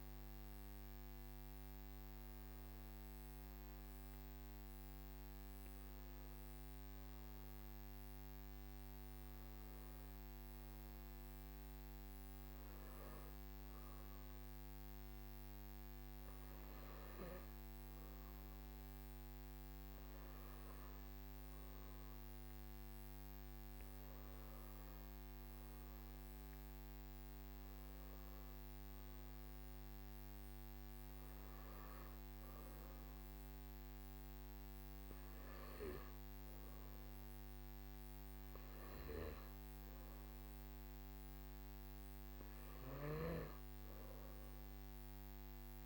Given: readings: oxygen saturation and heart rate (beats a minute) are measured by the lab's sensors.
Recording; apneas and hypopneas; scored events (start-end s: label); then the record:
breathing in sleep, hard to hear, by a microphone on the trachea; none
none scored
From the record:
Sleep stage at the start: N2 (light sleep); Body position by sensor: on the back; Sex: male